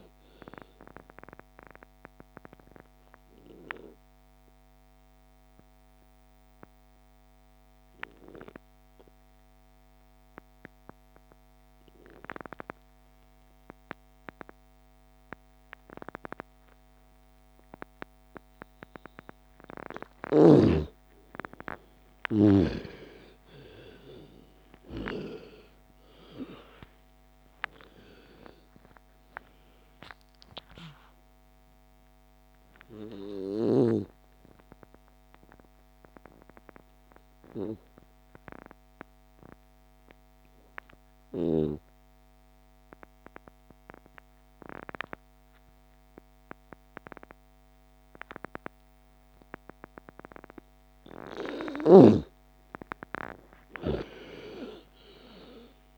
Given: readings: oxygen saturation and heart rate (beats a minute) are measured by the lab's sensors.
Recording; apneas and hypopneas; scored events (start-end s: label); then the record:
breathing in sleep by a microphone on the trachea; 2
0.00-17.00 s: oxygen desaturation (device-marked, oxygen 82% lowest)
1.50-20.50 s: obstructive apnea (oxygen 97% before, 82% lowest)
22.50-26.00 s: arousal
31.00-51.00 s: obstructive apnea (oxygen 99% before, 85% lowest, heart rate 38 before, 27 extreme, up 3 after)
32.00-44.00 s: oxygen desaturation (device-marked, oxygen 97% before, 86% lowest, heart rate 41 before, 28 extreme)
52.50-55.98 s: arousal
From the record:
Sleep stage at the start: N2 (light sleep); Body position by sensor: on the left side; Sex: female